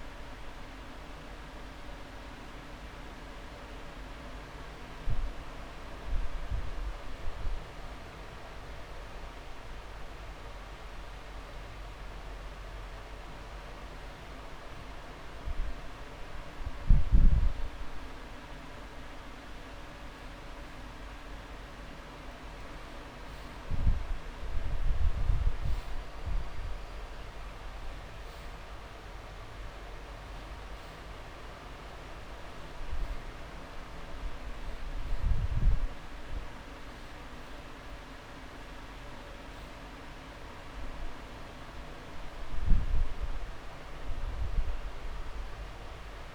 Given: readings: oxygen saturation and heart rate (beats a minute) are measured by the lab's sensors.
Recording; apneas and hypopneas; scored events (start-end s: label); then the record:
breathing in sleep, hard to hear, by a room microphone; 1
0.00-13.00 s: oxygen desaturation (device-marked, oxygen 89% lowest)
6.50-19.00 s: hypopnea (oxygen 96% before, 91% lowest)
21.50-25.00 s: arousal
From the record:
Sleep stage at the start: N2 (light sleep); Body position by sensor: on the back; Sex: male